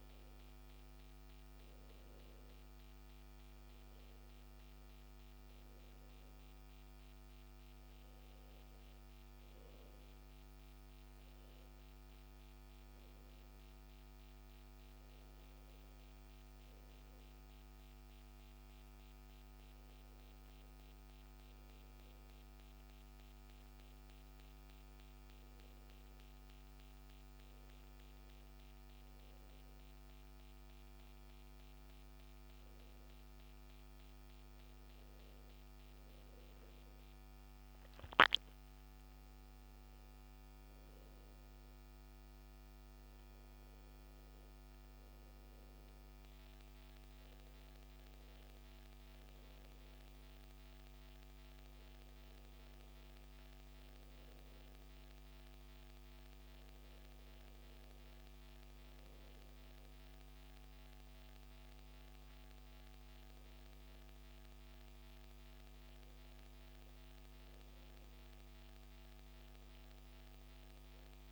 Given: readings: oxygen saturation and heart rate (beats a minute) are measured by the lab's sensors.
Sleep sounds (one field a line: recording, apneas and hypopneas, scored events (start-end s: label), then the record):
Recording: breathing in sleep, hard to hear, by a microphone on the trachea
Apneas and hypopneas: none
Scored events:
none scored
From the record:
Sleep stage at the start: N2 (light sleep)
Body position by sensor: on the back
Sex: male